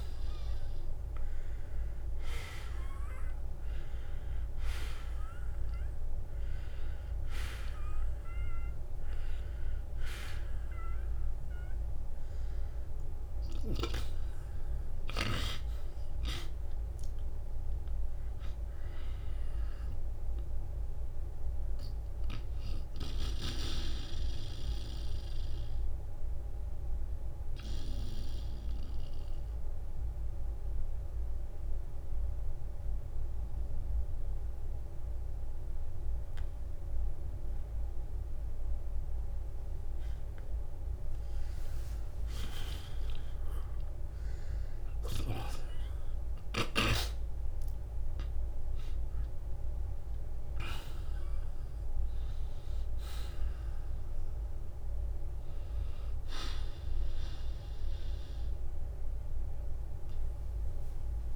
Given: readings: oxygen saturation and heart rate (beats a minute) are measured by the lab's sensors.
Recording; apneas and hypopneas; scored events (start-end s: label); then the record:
breathing in sleep by a room microphone; 1
3.50-13.50 s: oxygen desaturation (device-marked, oxygen 95% before, 91% lowest, heart rate 51 before, 53 extreme)
15.00-17.00 s: long interval between heartbeats (device-marked, heart rate 65 before, 67 extreme)
15.50-19.00 s: arousal
23.50-41.50 s: oxygen desaturation (device-marked, oxygen 92% before, 83% lowest, heart rate 65 before, 53 extreme)
24.50-40.50 s: obstructive apnea (oxygen 95% before, 83% lowest, heart rate 65 before, 53 extreme, up 2 after)
44.50-48.50 s: arousal
52.50-54.50 s: long interval between heartbeats (device-marked, heart rate 60 before, 67 extreme)
From the record:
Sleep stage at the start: N2 (light sleep); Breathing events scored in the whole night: 239 in 3.9 hours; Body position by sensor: on the back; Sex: male